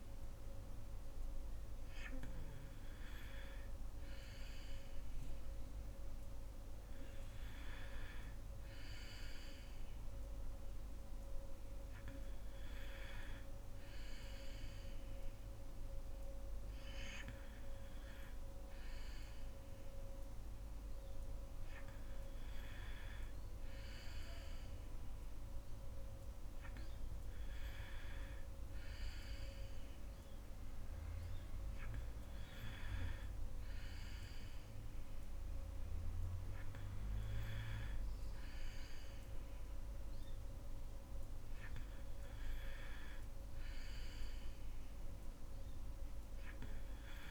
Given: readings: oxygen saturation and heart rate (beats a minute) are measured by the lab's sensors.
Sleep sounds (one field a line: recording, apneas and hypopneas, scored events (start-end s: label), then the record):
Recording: breathing in sleep, hard to hear, by a room microphone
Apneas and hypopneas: none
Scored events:
none scored
From the record:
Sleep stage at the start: N2 (light sleep)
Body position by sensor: on the back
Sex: female